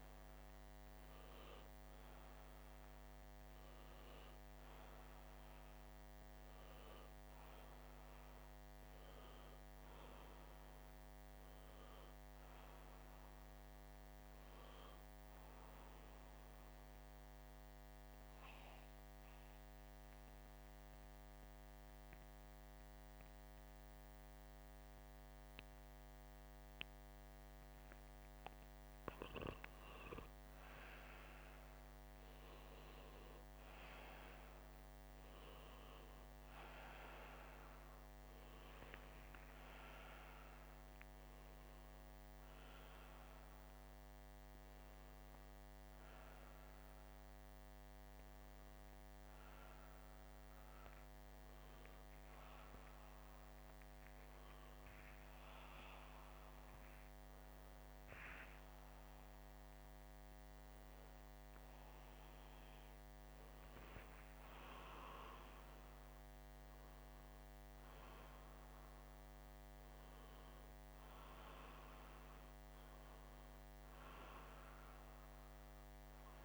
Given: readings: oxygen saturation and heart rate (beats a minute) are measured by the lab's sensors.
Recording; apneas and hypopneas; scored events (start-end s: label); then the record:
breathing in sleep by a microphone on the trachea; 1
3.50-14.50 s: oxygen desaturation (device-marked, oxygen 95% before, 92% lowest, heart rate 165 before, 178 extreme)
18.50-29.00 s: mixed apnea (oxygen 96% before, 91% lowest, heart rate 179 before, 160 extreme, up 21 after)
30.50-34.50 s: arousal
36.50-56.50 s: oxygen desaturation (device-marked, oxygen 97% before, 91% lowest, heart rate 194 before, 158 extreme)
71.50-75.50 s: arousal
71.50-76.45 s: new sleep stage, N2 (light sleep)
From the record:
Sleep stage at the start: N1 (lightest sleep); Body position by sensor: upright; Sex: male